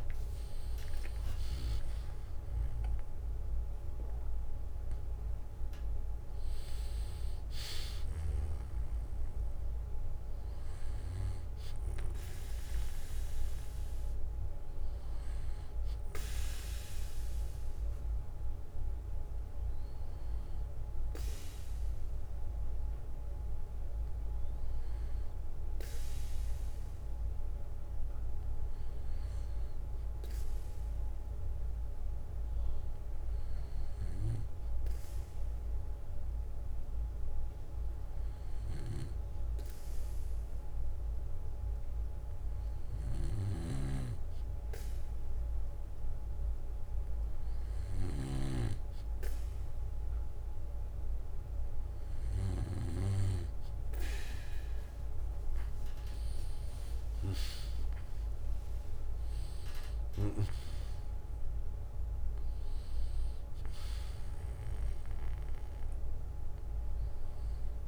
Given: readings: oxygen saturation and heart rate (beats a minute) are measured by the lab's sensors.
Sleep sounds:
breathing in sleep by a room microphone; 1
0.00-1.00 s: arousal
28.50-43.50 s: hypopnea (oxygen 96% before, 93% lowest, heart rate 65 before, 60 extreme, up 9 after)
55.00-59.00 s: arousal
From the record:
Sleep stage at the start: N2 (light sleep); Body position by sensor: on the back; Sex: male

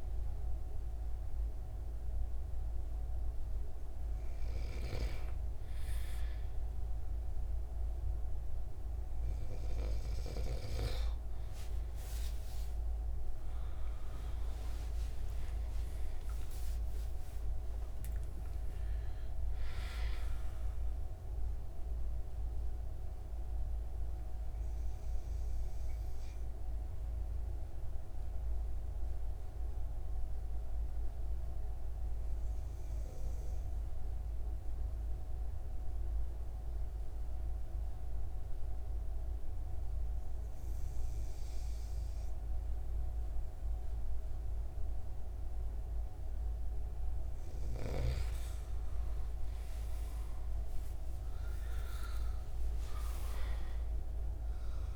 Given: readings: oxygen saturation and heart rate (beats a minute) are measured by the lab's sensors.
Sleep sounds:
breathing in sleep by a room microphone; 1
13.50-17.50 s: arousal
22.50-47.00 s: obstructive apnea (oxygen 97% before, 91% lowest)
49.00-53.00 s: arousal
50.50-54.96 s: oxygen desaturation (device-marked, oxygen 97% before, 91% lowest)
From the record:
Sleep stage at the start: N2 (light sleep); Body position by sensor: on the right side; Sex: male

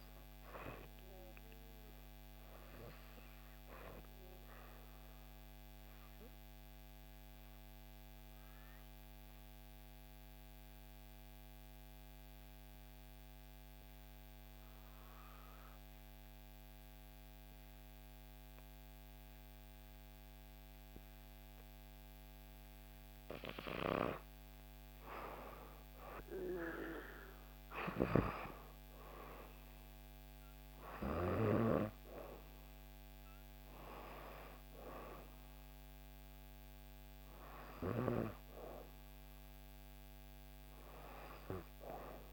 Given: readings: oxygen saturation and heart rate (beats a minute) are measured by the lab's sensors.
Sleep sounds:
breathing in sleep by a microphone on the trachea; 1
2.00-23.50 s: obstructive apnea (oxygen 97% before, 89% lowest, heart rate 61 before, 59 extreme, up 5 after)
20.50-42.33 s: oxygen desaturation (device-marked, oxygen 97% before, 89% lowest, heart rate 60 before, 59 extreme)
25.50-29.00 s: arousal
From the record:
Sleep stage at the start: N2 (light sleep); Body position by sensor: on the back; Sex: female

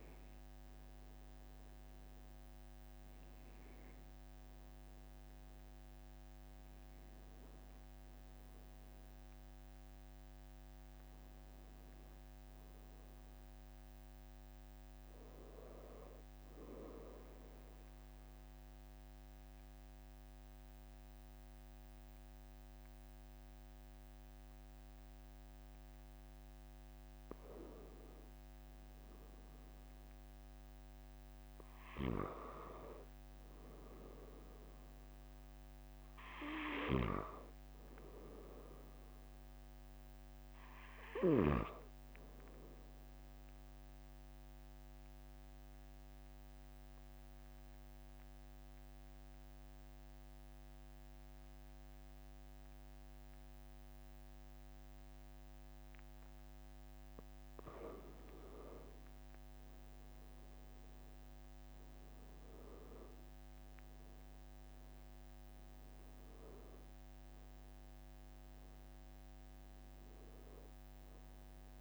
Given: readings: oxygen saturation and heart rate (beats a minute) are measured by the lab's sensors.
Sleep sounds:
breathing in sleep by a microphone on the trachea; 2
0.00-25.00 s: oxygen desaturation (device-marked, oxygen 91% lowest, heart rate 43 extreme)
17.50-27.50 s: obstructive apnea (oxygen 96% before, 91% lowest, heart rate 46 before, 43 extreme, up 2 after)
30.00-35.50 s: arousal
44.50-57.50 s: obstructive apnea (oxygen 97% before, 93% lowest, heart rate 44 before, 43 extreme, up 4 after)
59.00-64.00 s: arousal
From the record:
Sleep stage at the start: N1 (lightest sleep); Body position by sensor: on the back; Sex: male

